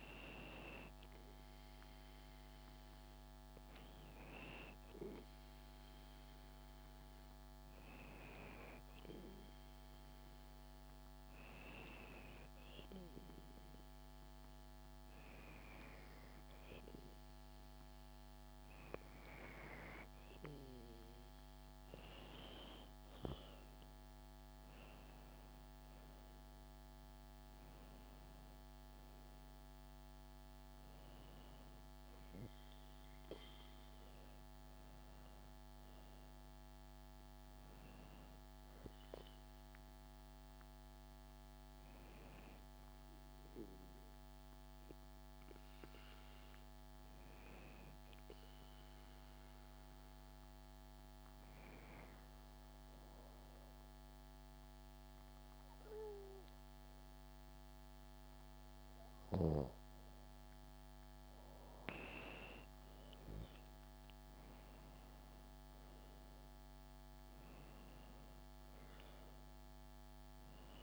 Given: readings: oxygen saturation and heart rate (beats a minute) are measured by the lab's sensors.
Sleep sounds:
breathing in sleep by a microphone on the trachea; 2
5.00-19.50 s: hypopnea (oxygen 94% before, 92% lowest, heart rate 70 before, 70 extreme, up 3 after)
21.50-24.00 s: arousal
42.00-59.00 s: hypopnea (oxygen 95% before, 92% lowest, heart rate 72 before, 63 extreme, up 2 after)
61.00-65.00 s: arousal
From the record:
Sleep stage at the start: N2 (light sleep); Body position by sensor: on the back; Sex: female

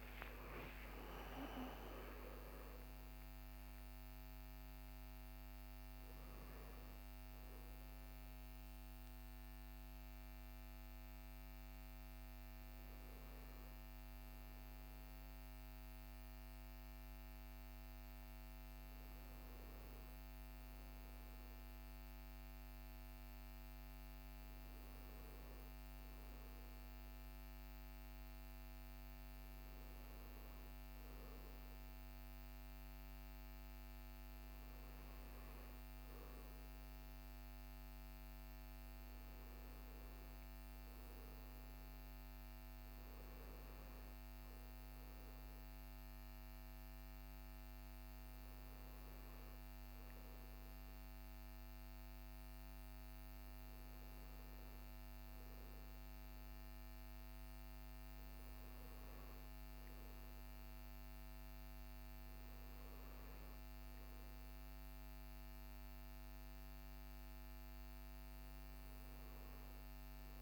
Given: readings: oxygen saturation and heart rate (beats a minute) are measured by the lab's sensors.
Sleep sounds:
breathing in sleep, hard to hear, by a microphone on the trachea; none
none scored
From the record:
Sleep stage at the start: N2 (light sleep); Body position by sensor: on the right side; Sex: male

